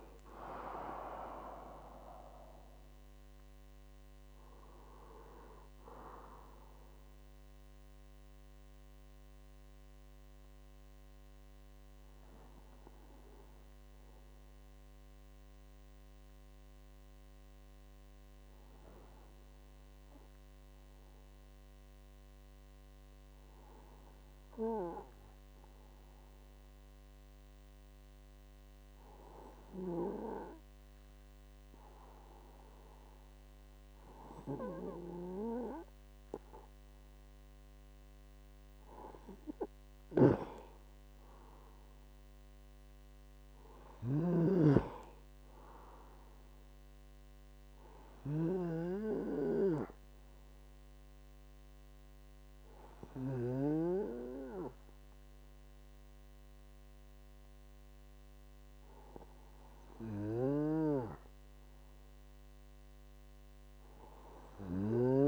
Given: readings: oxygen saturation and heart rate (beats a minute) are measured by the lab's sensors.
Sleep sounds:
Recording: breathing in sleep by a microphone on the trachea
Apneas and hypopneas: 2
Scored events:
0.00-25.00 s: oxygen desaturation (device-marked, oxygen 93% lowest, heart rate 46 extreme)
9.00-35.00 s: hypopnea (oxygen 97% before, 93% lowest, heart rate 75 before, 47 extreme, up 4 after)
40.00-44.50 s: snoring (device-marked)
40.50-44.50 s: arousal
48.00-60.50 s: hypopnea (oxygen 99% before, 94% lowest, heart rate 58 before, 51 extreme, up 12 after)
From the record:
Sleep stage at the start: N2 (light sleep)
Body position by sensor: on the right side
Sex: male

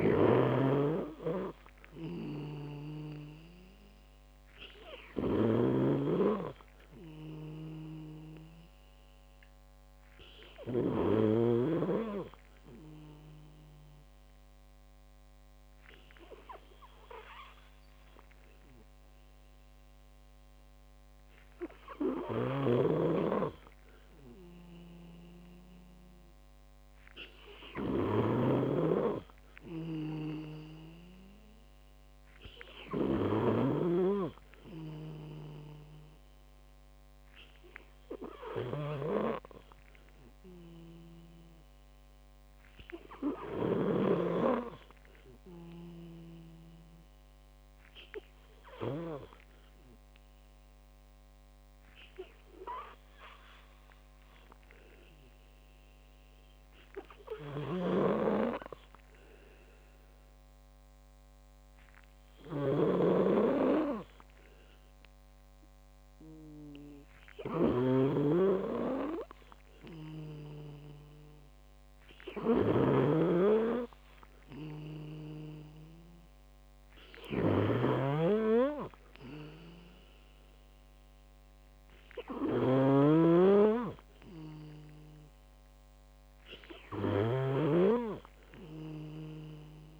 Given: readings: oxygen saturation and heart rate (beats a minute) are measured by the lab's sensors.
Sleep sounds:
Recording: breathing in sleep by a microphone on the trachea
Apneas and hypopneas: 1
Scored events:
0.00-11.00 s: snoring (device-marked)
22.50-49.50 s: snoring (device-marked)
43.00-47.00 s: arousal
52.50-67.50 s: obstructive apnea (oxygen 96% before, 91% lowest)
57.50-90.00 s: snoring (device-marked)
69.50-72.50 s: arousal
70.50-90.00 s: oxygen desaturation (device-marked, oxygen 96% before, 91% lowest)
From the record:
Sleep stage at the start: N2 (light sleep)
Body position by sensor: on the back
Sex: male

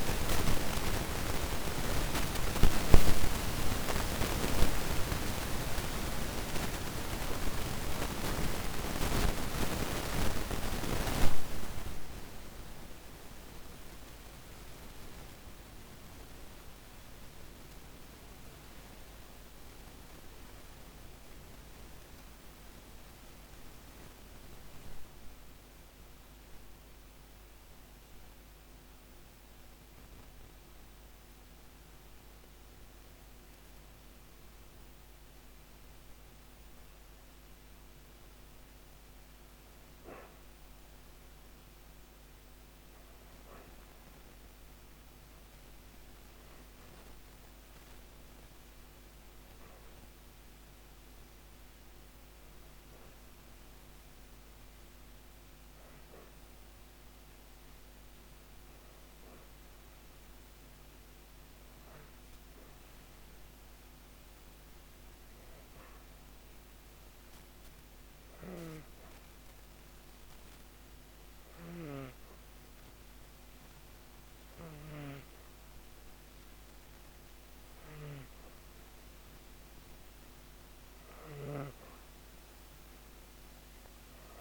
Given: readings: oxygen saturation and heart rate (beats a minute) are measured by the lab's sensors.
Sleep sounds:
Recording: breathing in sleep by a microphone on the trachea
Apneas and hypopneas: 2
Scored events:
5.50-24.00 s: obstructive apnea (oxygen 97% before, 90% lowest, heart rate 131 before, 87 extreme, up 27 after)
26.50-31.50 s: arousal
31.50-41.50 s: oxygen desaturation (device-marked, oxygen 97% before, 90% lowest, heart rate 134 before, 87 extreme)
45.00-79.50 s: hypopnea (oxygen 98% before, 95% lowest, heart rate 141 before, 89 extreme, up 7 after)
67.50-84.41 s: oxygen desaturation (device-marked, oxygen 99% before, 95% lowest, heart rate 118 before, 89 extreme)
From the record:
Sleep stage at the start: N2 (light sleep)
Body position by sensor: on the back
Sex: female

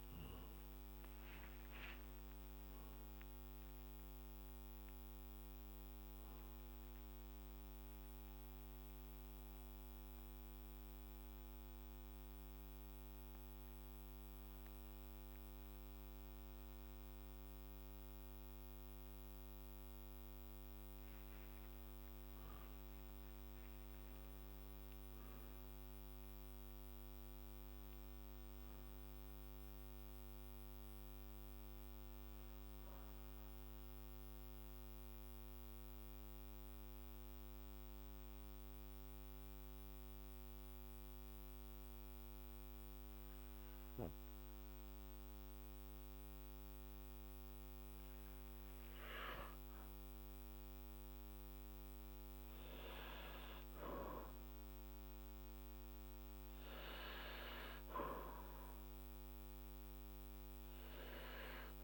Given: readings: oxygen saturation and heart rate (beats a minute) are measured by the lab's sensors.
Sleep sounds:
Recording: breathing in sleep by a microphone on the trachea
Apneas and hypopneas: 2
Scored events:
8.00-20.00 s: hypopnea (oxygen 99% before, 96% lowest, heart rate 67 before, 51 extreme, up 4 after)
23.50-29.50 s: oxygen desaturation (device-marked, oxygen 99% before, 96% lowest, heart rate 56 before, 51 extreme)
25.00-29.50 s: arousal
34.50-48.50 s: mixed apnea (oxygen 99% before, 96% lowest, heart rate 55 before, 51 extreme, up 3 after)
50.00-55.50 s: arousal
From the record:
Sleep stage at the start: N2 (light sleep)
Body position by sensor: on the back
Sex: male

